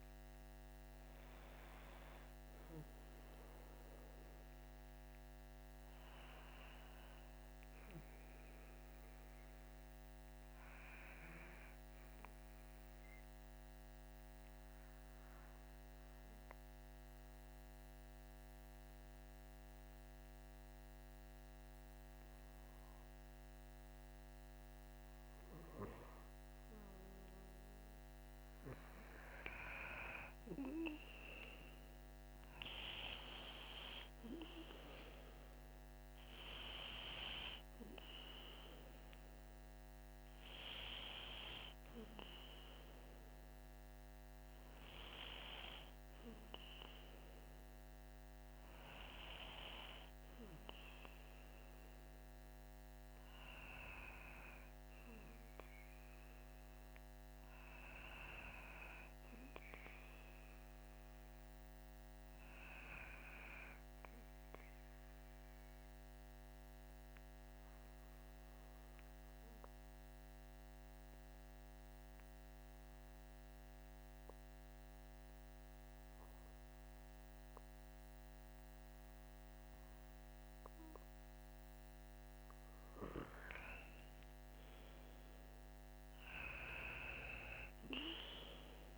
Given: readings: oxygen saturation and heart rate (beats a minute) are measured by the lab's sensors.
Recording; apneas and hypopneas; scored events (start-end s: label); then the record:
breathing in sleep by a microphone on the trachea; 2
6.50-26.50 s: hypopnea (oxygen 97% before, 94% lowest, heart rate 60 before, 53 extreme, up 5 after)
29.50-35.50 s: arousal
37.50-50.50 s: oxygen desaturation (device-marked, oxygen 97% before, 94% lowest, heart rate 57 before, 54 extreme)
65.00-80.50 s: hypopnea (oxygen 98% before, 93% lowest, heart rate 56 before, 51 extreme, up 6 after)
82.50-86.00 s: arousal
85.50-88.98 s: oxygen desaturation (device-marked, oxygen 97% before, 93% lowest, heart rate 60 before, 51 extreme)
From the record:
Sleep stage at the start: N2 (light sleep); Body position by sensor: on the back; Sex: male